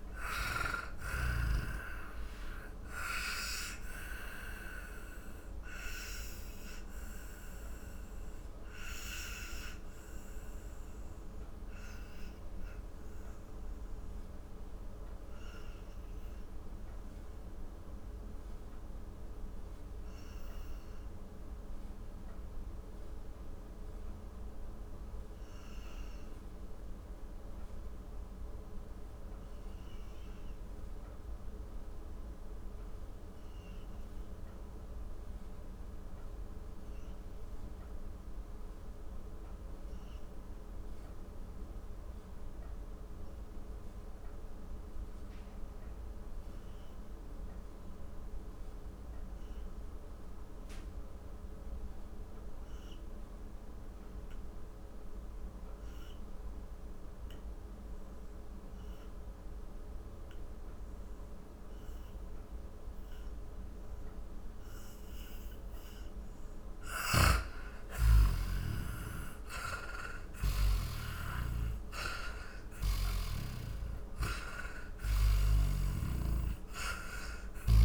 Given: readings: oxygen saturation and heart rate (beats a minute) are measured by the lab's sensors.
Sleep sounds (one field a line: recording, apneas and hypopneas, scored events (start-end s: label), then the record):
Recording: breathing in sleep by a room microphone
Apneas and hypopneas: 1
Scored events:
0.00-1.50 s: snoring (device-marked)
0.00-29.50 s: oxygen desaturation (device-marked, oxygen 84% lowest, heart rate 43 extreme)
4.50-64.50 s: mixed apnea (oxygen 98% before, 81% lowest, heart rate 67 before, 43 extreme, up 20 after)
53.50-77.85 s: oxygen desaturation (device-marked, oxygen 98% before, 81% lowest, heart rate 53 before, 42 extreme)
66.50-70.50 s: snoring (device-marked)
66.50-71.50 s: arousal
From the record:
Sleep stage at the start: N2 (light sleep)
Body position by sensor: on the back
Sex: male